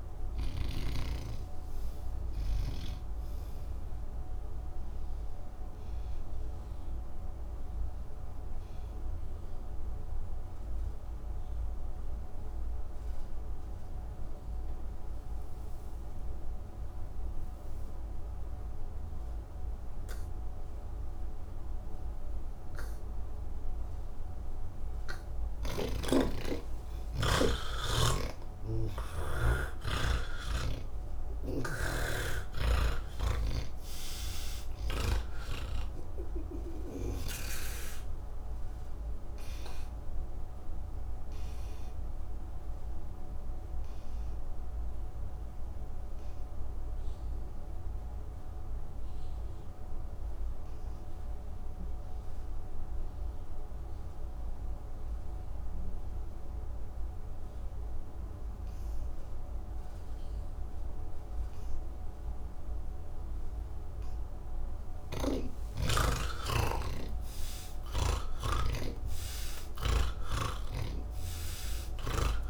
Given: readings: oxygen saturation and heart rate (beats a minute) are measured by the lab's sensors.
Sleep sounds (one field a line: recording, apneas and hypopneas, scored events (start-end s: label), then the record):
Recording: breathing in sleep by a room microphone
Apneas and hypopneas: 2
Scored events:
0.00-11.00 s: oxygen desaturation (device-marked, oxygen 86% lowest, heart rate 84 extreme)
4.50-23.00 s: obstructive apnea (oxygen 98% before, 83% lowest, heart rate 145 before, 54 extreme, up 12 after)
24.00-56.00 s: oxygen desaturation (device-marked, oxygen 98% before, 83% lowest, heart rate 143 before, 54 extreme)
27.50-35.00 s: snoring (device-marked)
38.00-63.00 s: obstructive apnea (oxygen 98% before, 82% lowest, heart rate 108 before, 61 extreme)
64.50-68.00 s: snoring (device-marked)
68.00-72.50 s: oxygen desaturation (device-marked, oxygen 97% before, 82% lowest, heart rate 94 before, 69 extreme)
From the record:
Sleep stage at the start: N1 (lightest sleep)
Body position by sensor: on the back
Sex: male